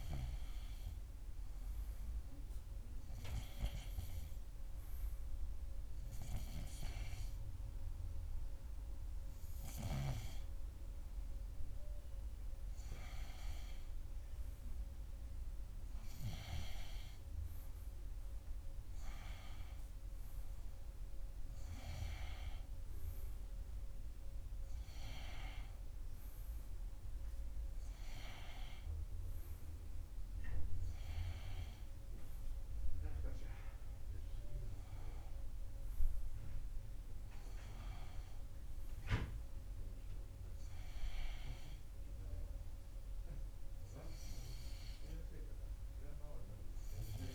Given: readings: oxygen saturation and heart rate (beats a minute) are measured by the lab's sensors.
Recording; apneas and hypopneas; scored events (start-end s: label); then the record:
breathing in sleep by a room microphone; none
none scored
From the record:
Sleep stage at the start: N1 (lightest sleep); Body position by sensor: on the right side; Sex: male